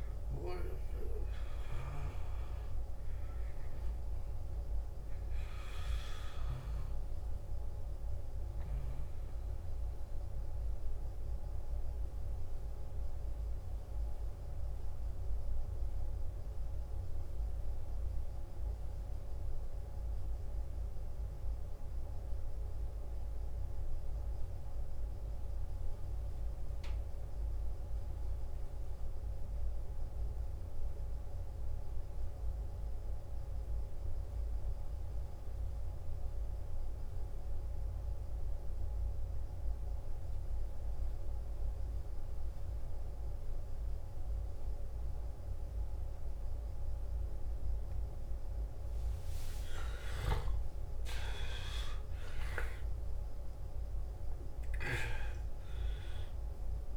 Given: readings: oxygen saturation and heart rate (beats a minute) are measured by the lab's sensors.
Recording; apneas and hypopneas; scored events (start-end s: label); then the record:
breathing in sleep by a room microphone; 1
0.00-4.50 s: oxygen desaturation (device-marked, oxygen 92% lowest, heart rate 52 extreme)
10.50-48.50 s: mixed apnea (oxygen 97% before, 90% lowest, heart rate 66 before, 52 extreme, up 11 after)
41.50-56.97 s: oxygen desaturation (device-marked, oxygen 98% before, 90% lowest, heart rate 55 before, 54 extreme)
49.50-54.00 s: arousal
From the record:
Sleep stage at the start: N2 (light sleep); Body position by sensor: on the back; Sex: male